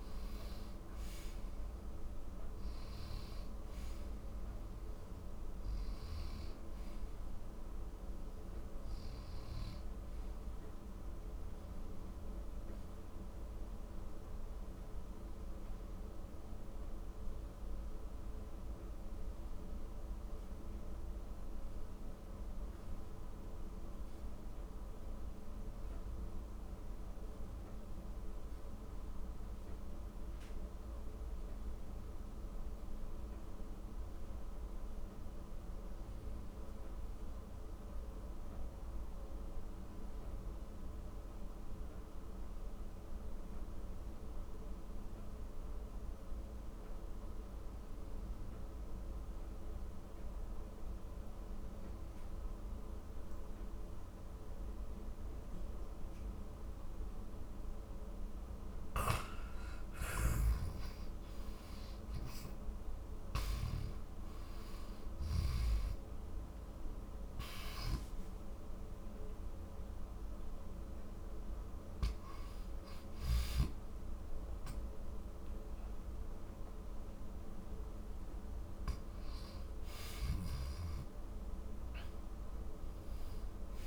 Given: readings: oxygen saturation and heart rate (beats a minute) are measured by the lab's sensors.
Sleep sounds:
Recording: breathing in sleep, hard to hear, by a room microphone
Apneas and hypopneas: 1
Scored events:
0.00-26.00 s: oxygen desaturation (device-marked, oxygen 87% lowest, heart rate 44 extreme)
12.00-56.00 s: mixed apnea (oxygen 96% before, 87% lowest, heart rate 65 before, 48 extreme, up 20 after)
14.00-74.00 s: new sleep stage, N2 (light sleep)
55.00-83.87 s: oxygen desaturation (device-marked, oxygen 97% before, 87% lowest, heart rate 56 before, 47 extreme)
57.50-61.00 s: arousal
60.00-63.50 s: snoring (device-marked)
74.00-83.87 s: new sleep stage, N1 (lightest sleep)
74.50-80.00 s: arousal
From the record:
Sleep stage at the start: N1 (lightest sleep)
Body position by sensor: on the back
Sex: male

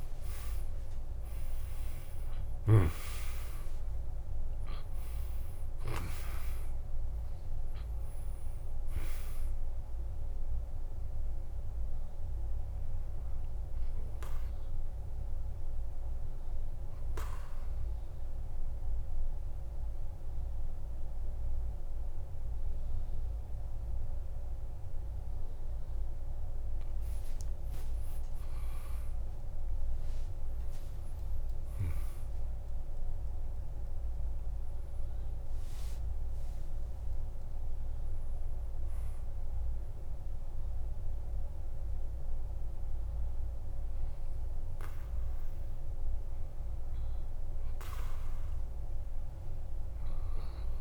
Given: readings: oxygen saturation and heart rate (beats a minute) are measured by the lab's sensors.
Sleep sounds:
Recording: breathing in sleep by a room microphone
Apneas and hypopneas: none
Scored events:
0.00-32.50 s: oxygen desaturation (device-marked, oxygen 85% lowest, heart rate 54 extreme)
1.50-3.50 s: long interval between heartbeats (device-marked, heart rate 55 before, 76 extreme)
5.50-7.50 s: long interval between heartbeats (device-marked, heart rate 60 before, 100 extreme)
26.50-28.50 s: long interval between heartbeats (device-marked, heart rate 70 before, 66 extreme)
27.00-31.50 s: arousal
27.50-31.50 s: tachycardia (device-marked, heart rate 57 before, 108 extreme)
28.50-30.50 s: long interval between heartbeats (device-marked, heart rate 67 before, 88 extreme)
31.00-33.00 s: long interval between heartbeats (device-marked, heart rate 66 before, 108 extreme)
From the record:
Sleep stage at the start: N1 (lightest sleep)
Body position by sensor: on the back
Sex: male

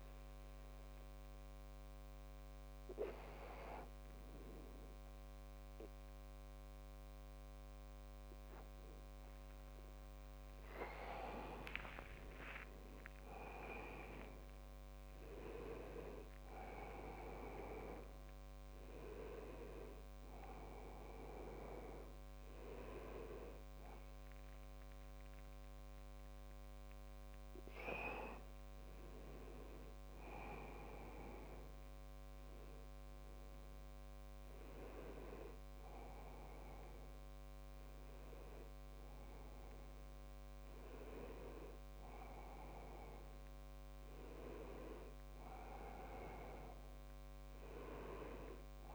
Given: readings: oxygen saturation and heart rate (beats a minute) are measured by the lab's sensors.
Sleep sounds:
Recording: a person awake in a sleep study, by a microphone on the trachea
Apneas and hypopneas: none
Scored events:
10.50-12.50 s: long interval between heartbeats (device-marked, heart rate 83 before, 95 extreme)
44.00-48.95 s: new sleep stage, N1 (lightest sleep)
From the record:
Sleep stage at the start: awake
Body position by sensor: on the back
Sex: male

